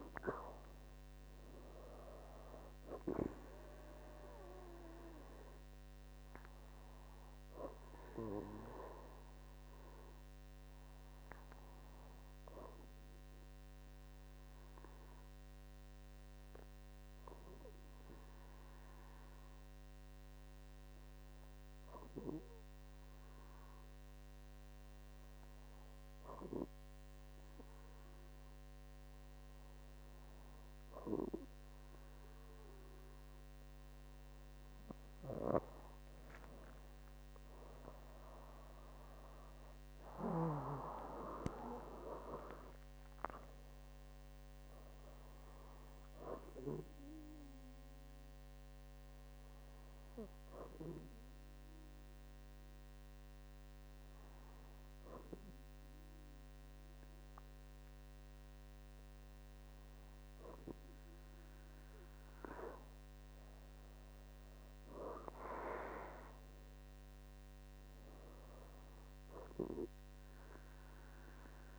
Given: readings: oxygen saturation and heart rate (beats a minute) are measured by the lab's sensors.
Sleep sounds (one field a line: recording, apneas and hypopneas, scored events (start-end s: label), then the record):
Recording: breathing in sleep by a microphone on the trachea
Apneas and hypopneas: 2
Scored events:
0.00-1.50 s: arousal
7.50-32.00 s: obstructive apnea (oxygen 98% before, 95% lowest, heart rate 69 before, 63 extreme, up 11 after)
37.50-40.50 s: arousal
46.50-60.00 s: hypopnea (oxygen 98% before, 95% lowest, heart rate 77 before, 63 extreme, up 8 after)
63.00-66.50 s: arousal
From the record:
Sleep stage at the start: N2 (light sleep)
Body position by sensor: on the back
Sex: female